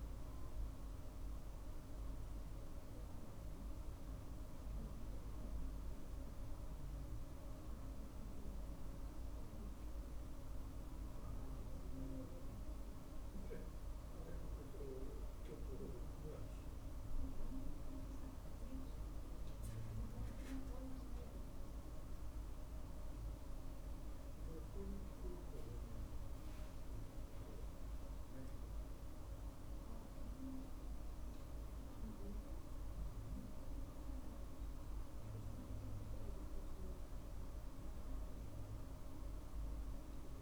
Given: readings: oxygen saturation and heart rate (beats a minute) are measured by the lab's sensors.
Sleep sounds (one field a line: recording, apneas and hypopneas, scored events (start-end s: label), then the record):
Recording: breathing in sleep, hard to hear, by a room microphone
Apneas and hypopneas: none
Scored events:
none scored
From the record:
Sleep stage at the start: N2 (light sleep)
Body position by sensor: on the right side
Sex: male